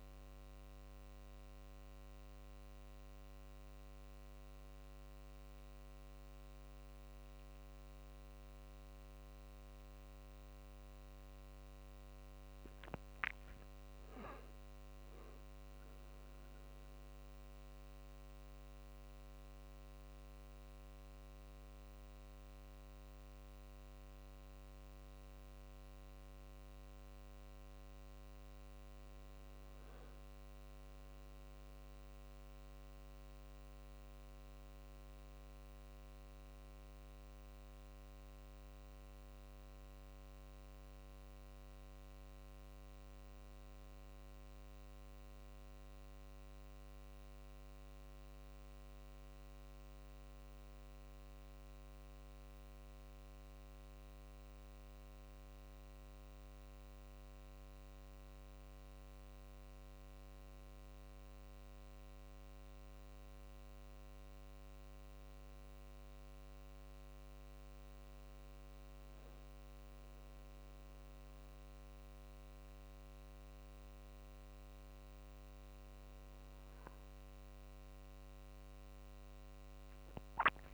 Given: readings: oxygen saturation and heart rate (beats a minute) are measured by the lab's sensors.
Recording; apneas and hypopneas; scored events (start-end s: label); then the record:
a person awake in a sleep study, hard to hear, by a microphone on the trachea; none
none scored
From the record:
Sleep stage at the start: awake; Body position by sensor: on the right side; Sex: male